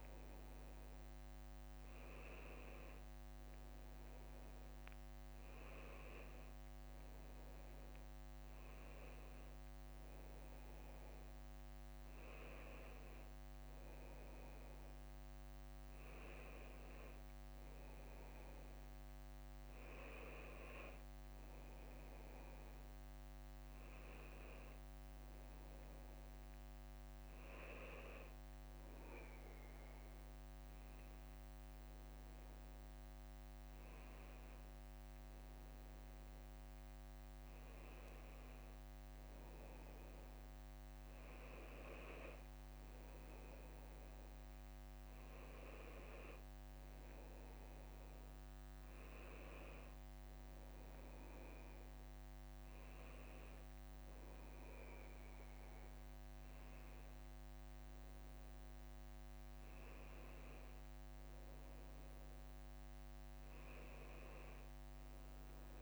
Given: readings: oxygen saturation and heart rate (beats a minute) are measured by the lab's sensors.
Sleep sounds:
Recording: breathing in sleep by a microphone on the trachea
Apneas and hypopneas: none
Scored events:
0.00-1.00 s: leg movement (device-marked)
5.00-7.00 s: long interval between heartbeats (device-marked, heart rate 89 before, 90 extreme)
11.00-13.00 s: long interval between heartbeats (device-marked, heart rate 84 before, 70 extreme)
15.00-17.00 s: long interval between heartbeats (device-marked, heart rate 79 before, 91 extreme)
24.50-25.50 s: leg movement (device-marked)
30.50-32.50 s: long interval between heartbeats (device-marked, heart rate 84 before, 82 extreme)
33.00-35.00 s: long interval between heartbeats (device-marked, heart rate 85 before, 81 extreme)
37.00-39.00 s: long interval between heartbeats (device-marked, heart rate 84 before, 96 extreme)
39.00-40.00 s: leg movement (device-marked)
44.50-45.50 s: leg movement (device-marked)
51.50-53.50 s: long interval between heartbeats (device-marked, heart rate 84 before, 79 extreme)
53.00-55.00 s: tachycardia (device-marked, heart rate 68 before, 98 extreme)
56.00-58.00 s: long interval between heartbeats (device-marked, heart rate 87 before, 106 extreme)
60.00-65.82 s: tachycardia (device-marked, heart rate 69 before, 106 extreme)
62.00-64.00 s: long interval between heartbeats (device-marked, heart rate 89 before, 88 extreme)
From the record:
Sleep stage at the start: N1 (lightest sleep)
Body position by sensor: on the back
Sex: male

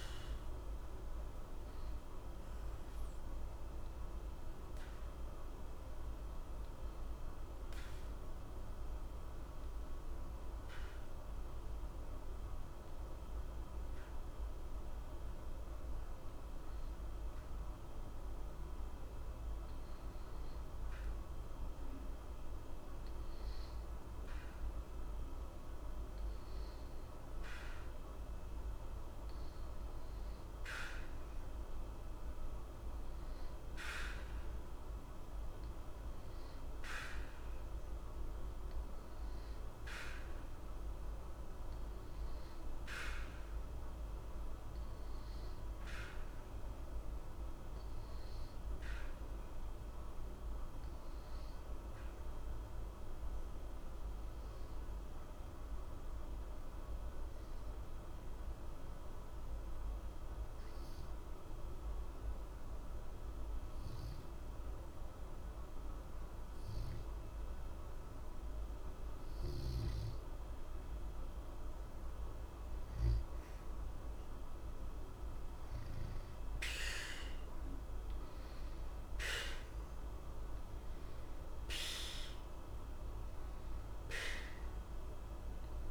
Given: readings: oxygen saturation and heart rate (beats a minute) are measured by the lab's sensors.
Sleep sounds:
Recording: breathing in sleep, hard to hear, by a room microphone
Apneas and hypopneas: 2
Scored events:
4.00-28.50 s: hypopnea (oxygen 89% before, 88% lowest, heart rate 69 before, 60 extreme, up 2 after)
30.50-35.00 s: arousal
37.00-53.00 s: oxygen desaturation (device-marked, oxygen 93% before, 89% lowest, heart rate 61 before, 60 extreme)
51.00-69.00 s: obstructive apnea (oxygen 93% before, 87% lowest, heart rate 60 before, 60 extreme, up 0 after)
74.50-79.50 s: arousal
From the record:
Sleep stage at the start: N2 (light sleep)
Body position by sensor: on the back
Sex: male

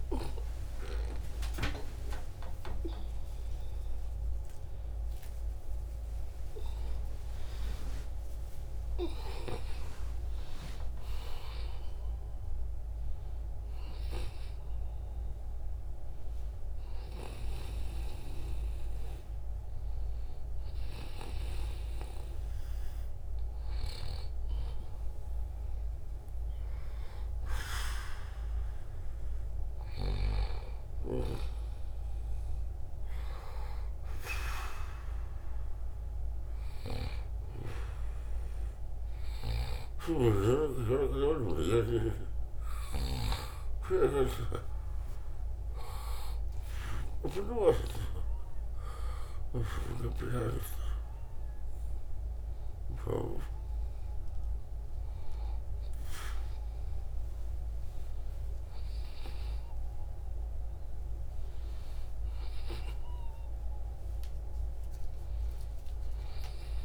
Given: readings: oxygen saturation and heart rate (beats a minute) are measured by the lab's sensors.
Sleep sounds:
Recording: a person partly awake in a sleep study, by a room microphone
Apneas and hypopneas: 1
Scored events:
0.00-1.50 s: long interval between heartbeats (device-marked, heart rate 135 extreme)
0.00-8.00 s: oxygen desaturation (device-marked, oxygen 88% lowest, heart rate 80 extreme)
2.50-4.50 s: long interval between heartbeats (device-marked, heart rate 99 before, 176 extreme)
6.50-8.50 s: long interval between heartbeats (device-marked, heart rate 115 before, 156 extreme)
12.00-42.00 s: new sleep stage, N1 (lightest sleep)
34.50-45.00 s: hypopnea (oxygen 99% before, 92% lowest, heart rate 82 before, 79 extreme, up 3 after)
42.00-66.84 s: new sleep stage, N2 (light sleep)
46.50-51.00 s: arousal
From the record:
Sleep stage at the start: awake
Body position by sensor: on the right side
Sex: male

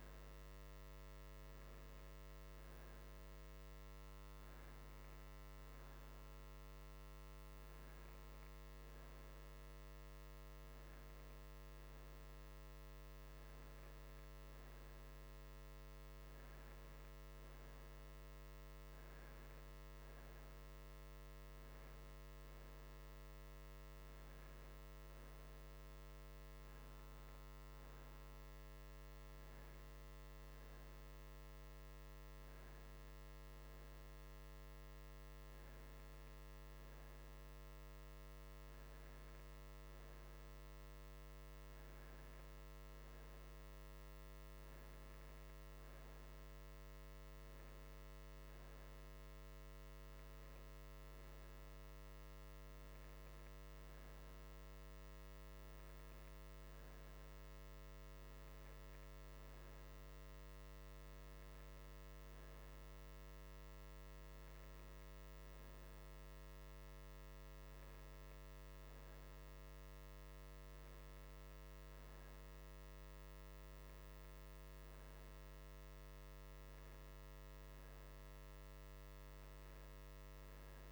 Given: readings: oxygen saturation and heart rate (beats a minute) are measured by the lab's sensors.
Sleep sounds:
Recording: breathing in sleep, hard to hear, by a microphone on the trachea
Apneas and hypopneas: none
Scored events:
none scored
From the record:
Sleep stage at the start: N2 (light sleep)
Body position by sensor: on the right side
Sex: male

